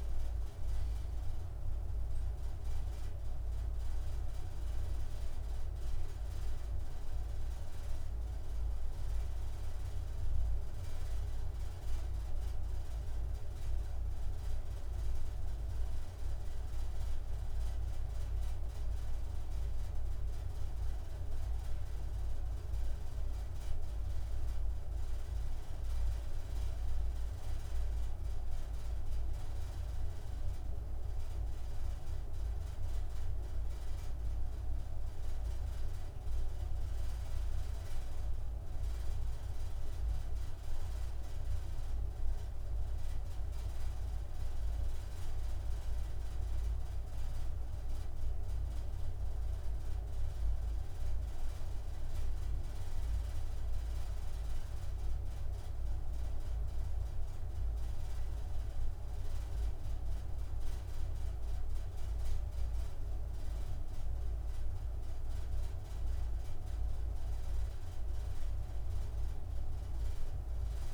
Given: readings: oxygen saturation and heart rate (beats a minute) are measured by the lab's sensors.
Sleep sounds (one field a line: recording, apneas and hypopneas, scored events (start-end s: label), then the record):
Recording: a person awake in a sleep study, hard to hear, by a room microphone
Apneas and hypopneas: none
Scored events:
none scored
From the record:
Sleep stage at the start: awake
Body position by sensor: on the right side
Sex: male